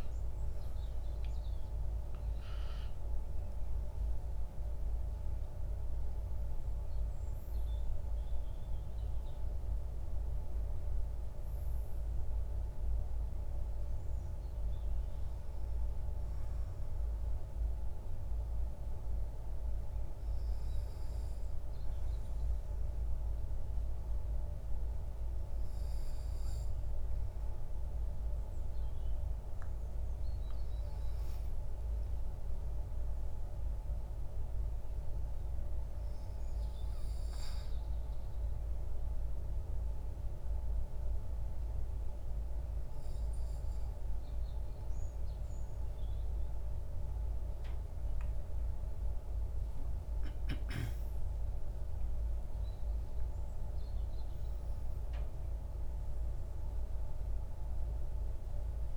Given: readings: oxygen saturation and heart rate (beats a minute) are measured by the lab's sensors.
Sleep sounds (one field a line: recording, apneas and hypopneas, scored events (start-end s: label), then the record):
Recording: breathing in sleep, hard to hear, by a room microphone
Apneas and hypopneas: 1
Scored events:
4.00-58.96 s: new sleep stage, N1 (lightest sleep)
37.50-47.50 s: obstructive apnea (oxygen 97% before, 97% lowest, heart rate 58 before, 48 extreme, up 28 after)
49.50-54.00 s: arousal
From the record:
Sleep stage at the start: N2 (light sleep)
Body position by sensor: on the right side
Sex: male